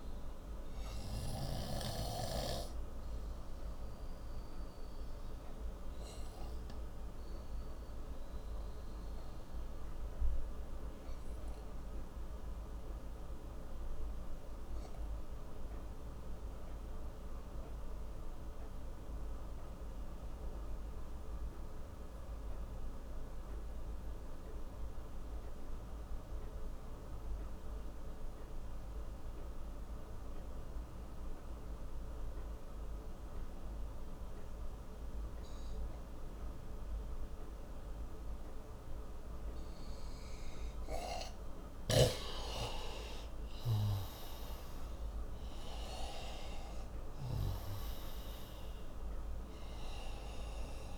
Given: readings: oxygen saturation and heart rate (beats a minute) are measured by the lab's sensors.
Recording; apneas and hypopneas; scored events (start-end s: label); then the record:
breathing in sleep by a room microphone; 1
0.00-21.00 s: oxygen desaturation (device-marked, oxygen 89% lowest)
4.50-40.00 s: obstructive apnea (oxygen 97% before, 87% lowest)
37.00-50.98 s: oxygen desaturation (device-marked, oxygen 97% before, 87% lowest)
42.50-46.00 s: arousal
From the record:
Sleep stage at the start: N2 (light sleep); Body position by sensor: on the right side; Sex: male